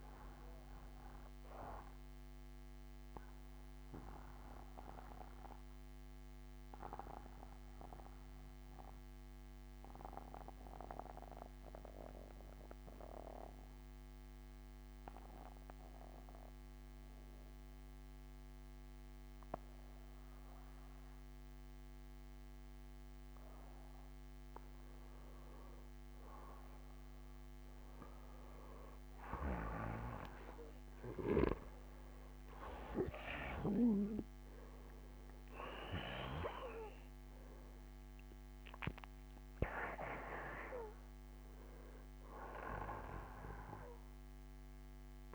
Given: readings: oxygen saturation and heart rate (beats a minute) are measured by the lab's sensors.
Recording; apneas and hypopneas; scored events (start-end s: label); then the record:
breathing in sleep by a microphone on the trachea; 1
0.00-6.50 s: oxygen desaturation (device-marked, oxygen 86% lowest, heart rate 60 extreme)
2.00-23.00 s: obstructive apnea (oxygen 94% before, 88% lowest, heart rate 67 before, 60 extreme, up 5 after)
26.00-30.00 s: arousal
30.50-45.35 s: oxygen desaturation (device-marked, oxygen 96% before, 88% lowest, heart rate 63 before, 63 extreme)
From the record:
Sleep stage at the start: N2 (light sleep); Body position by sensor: on the back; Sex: male